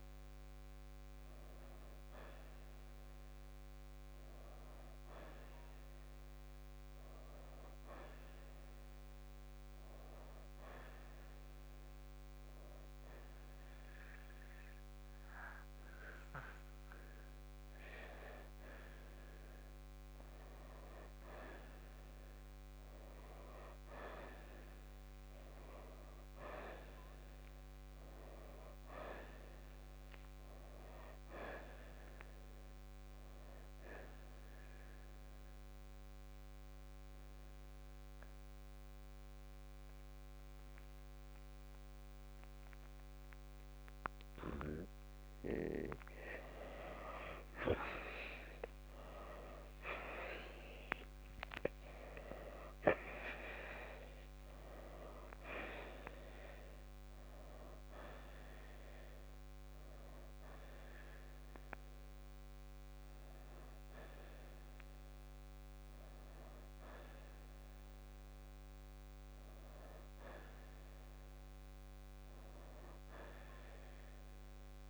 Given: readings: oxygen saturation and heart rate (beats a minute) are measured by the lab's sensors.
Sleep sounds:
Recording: breathing in sleep by a microphone on the trachea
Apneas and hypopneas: 1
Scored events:
0.00-9.00 s: oxygen desaturation (device-marked, oxygen 84% lowest, heart rate 56 extreme)
27.00-31.00 s: arousal
35.00-46.50 s: mixed apnea (oxygen 94% before, 83% lowest, heart rate 64 before, 54 extreme, up 13 after)
36.00-49.00 s: oxygen desaturation (device-marked, oxygen 91% before, 88% lowest, heart rate 64 before, 54 extreme)
49.00-54.50 s: arousal
58.00-74.90 s: oxygen desaturation (device-marked, oxygen 92% before, 83% lowest, heart rate 63 before, 61 extreme)
74.00-74.90 s: new sleep stage, N1 (lightest sleep)
From the record:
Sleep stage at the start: N2 (light sleep)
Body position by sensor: on the right side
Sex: male

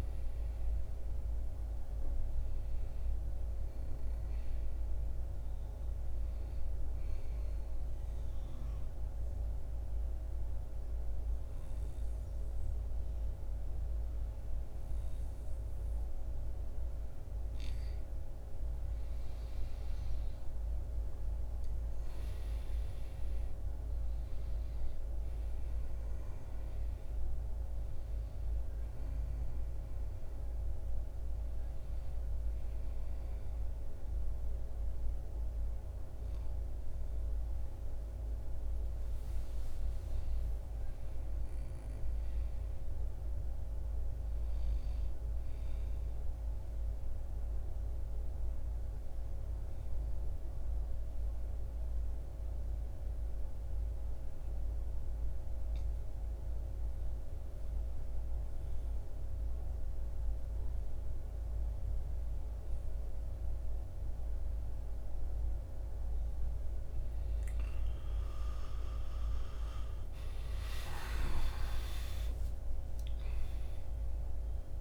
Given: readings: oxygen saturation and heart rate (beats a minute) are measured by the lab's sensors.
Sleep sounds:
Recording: breathing in sleep, hard to hear, by a room microphone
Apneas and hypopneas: 2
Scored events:
0.00-14.50 s: oxygen desaturation (device-marked, oxygen 91% lowest, heart rate 55 extreme)
7.00-18.00 s: obstructive apnea (oxygen 95% before, 89% lowest, heart rate 83 before, 55 extreme, up 10 after)
20.00-22.50 s: arousal
27.50-40.50 s: oxygen desaturation (device-marked, oxygen 96% before, 90% lowest, heart rate 58 before, 54 extreme)
47.00-65.50 s: obstructive apnea (oxygen 96% before, 85% lowest, heart rate 61 before, 52 extreme, up 19 after)
67.50-71.50 s: arousal
67.50-74.81 s: oxygen desaturation (device-marked, oxygen 95% before, 85% lowest, heart rate 55 before, 51 extreme)
From the record:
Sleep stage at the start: N2 (light sleep)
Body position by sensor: on the back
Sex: male

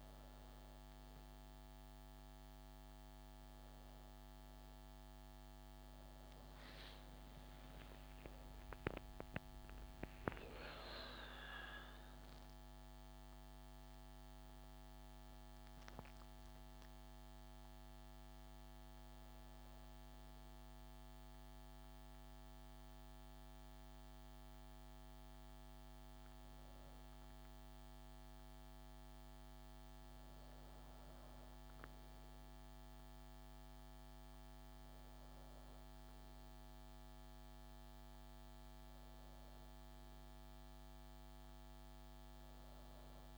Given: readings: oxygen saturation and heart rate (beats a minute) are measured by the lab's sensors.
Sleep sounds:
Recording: a person partly awake in a sleep study, hard to hear, by a microphone on the trachea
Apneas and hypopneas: none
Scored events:
5.00-43.38 s: new sleep stage, N1 (lightest sleep)
From the record:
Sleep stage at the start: awake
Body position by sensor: on the back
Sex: female

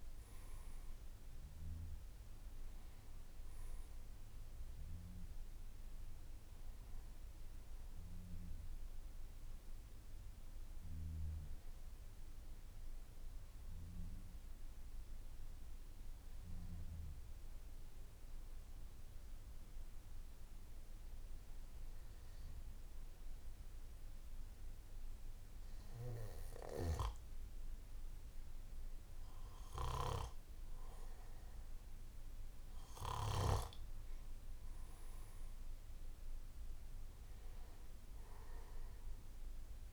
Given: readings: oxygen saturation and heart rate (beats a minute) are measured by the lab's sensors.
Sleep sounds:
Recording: breathing in sleep by a room microphone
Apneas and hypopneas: 1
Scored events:
12.50-29.50 s: obstructive apnea (oxygen 97% before, 91% lowest, heart rate 55 before, 53 extreme, up 3 after)
From the record:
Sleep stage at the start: N3 (deep sleep)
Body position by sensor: on the back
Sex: male

